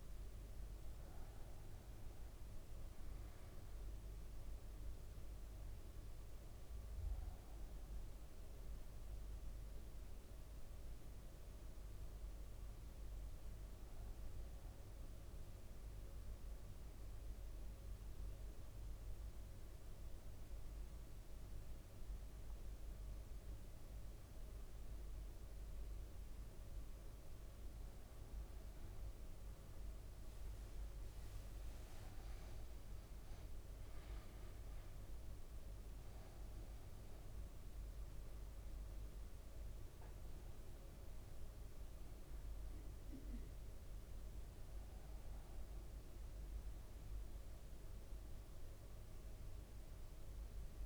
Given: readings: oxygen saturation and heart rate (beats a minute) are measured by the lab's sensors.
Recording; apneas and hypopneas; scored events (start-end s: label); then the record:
breathing in sleep, hard to hear, by a room microphone; 1
0.00-16.00 s: oxygen desaturation (device-marked, oxygen 95% lowest, heart rate 55 extreme)
0.00-50.86 s: bradycardia (device-marked, heart rate 53 extreme)
16.00-27.00 s: mixed apnea (oxygen 99% before, 95% lowest, heart rate 57 before, 55 extreme, up 3 after)
29.50-34.00 s: arousal
30.00-32.00 s: leg movement (device-marked)
30.00-47.00 s: drop in pulse transit time (device-marked, heart rate 56 before, 56 extreme)
36.00-50.86 s: oxygen desaturation (device-marked, oxygen 98% before, 95% lowest, heart rate 56 before, 55 extreme)
From the record:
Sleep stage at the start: N1 (lightest sleep); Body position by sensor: on the back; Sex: male